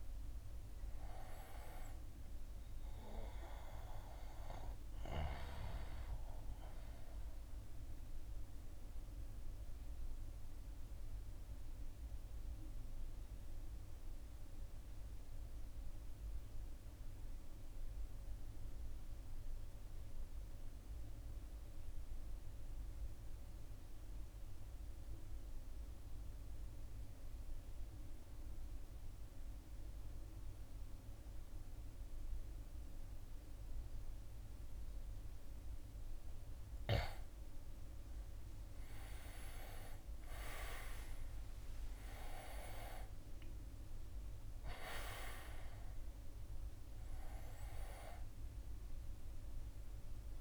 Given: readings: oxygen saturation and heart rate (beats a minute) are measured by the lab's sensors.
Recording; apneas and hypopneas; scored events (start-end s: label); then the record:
breathing in sleep by a room microphone; 1
0.00-8.50 s: drop in pulse transit time (device-marked, heart rate 56 extreme)
0.00-28.50 s: oxygen desaturation (device-marked, oxygen 81% lowest, heart rate 53 extreme)
7.50-36.00 s: mixed apnea (oxygen 94% before, 81% lowest, heart rate 64 before, 53 extreme, up 19 after)
38.00-43.00 s: arousal
40.50-50.41 s: oxygen desaturation (device-marked, oxygen 98% before, 82% lowest, heart rate 54 before, 52 extreme)
41.50-50.41 s: drop in pulse transit time (device-marked, heart rate 55 before, 58 extreme)
From the record:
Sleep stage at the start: REM sleep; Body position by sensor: on the right side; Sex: male